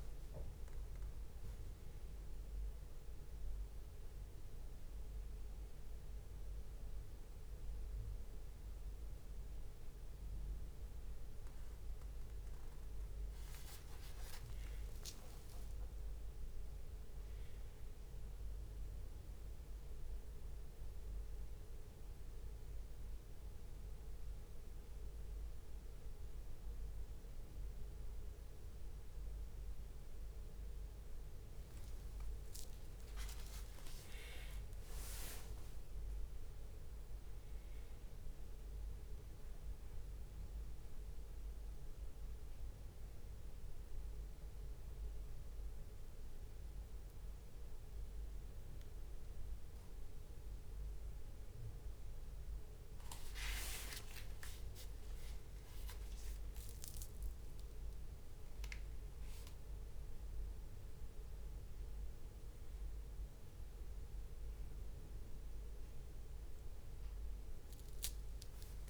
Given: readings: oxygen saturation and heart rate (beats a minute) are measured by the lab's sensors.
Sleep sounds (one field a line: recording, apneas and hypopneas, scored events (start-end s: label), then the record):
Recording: a person awake in a sleep study, hard to hear, by a room microphone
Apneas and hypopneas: none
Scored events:
0.00-4.00 s: leg movement (device-marked)
15.00-24.00 s: leg movement (device-marked)
18.00-33.00 s: drop in pulse transit time (device-marked, heart rate 70 before, 65 extreme)
30.00-36.00 s: tachycardia (device-marked, heart rate 48 before, 130 extreme)
32.50-38.50 s: leg movement (device-marked)
33.50-35.50 s: long interval between heartbeats (device-marked, heart rate 71 before, 106 extreme)
53.50-56.50 s: leg movement (device-marked)
57.50-60.50 s: leg movement (device-marked)
58.00-60.00 s: long interval between heartbeats (device-marked, heart rate 71 before, 84 extreme)
From the record:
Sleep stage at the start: awake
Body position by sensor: on the back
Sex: male